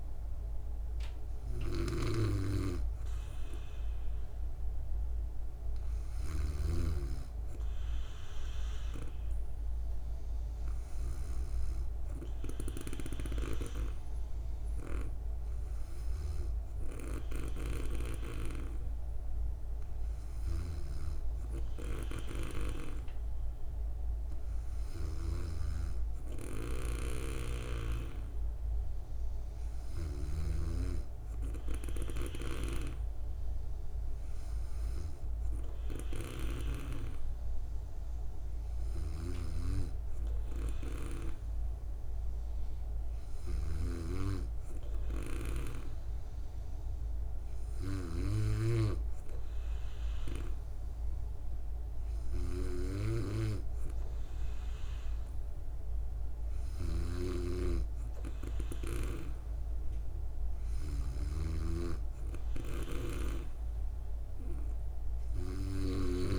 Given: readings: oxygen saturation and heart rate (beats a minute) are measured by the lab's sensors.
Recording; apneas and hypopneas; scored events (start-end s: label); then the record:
breathing in sleep by a room microphone; none
57.00-66.39 s: snoring (device-marked)
From the record:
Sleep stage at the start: N2 (light sleep); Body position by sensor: on the back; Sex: female